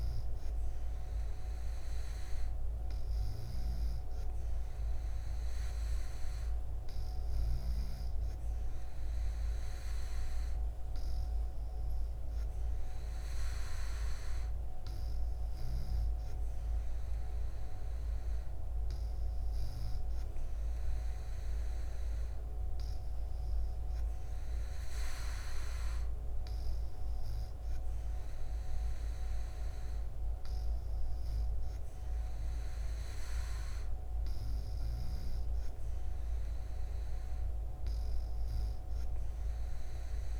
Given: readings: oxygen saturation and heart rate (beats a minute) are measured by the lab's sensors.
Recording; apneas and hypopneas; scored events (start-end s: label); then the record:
breathing in sleep, hard to hear, by a room microphone; none
none scored
From the record:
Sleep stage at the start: N2 (light sleep); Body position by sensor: on the back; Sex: female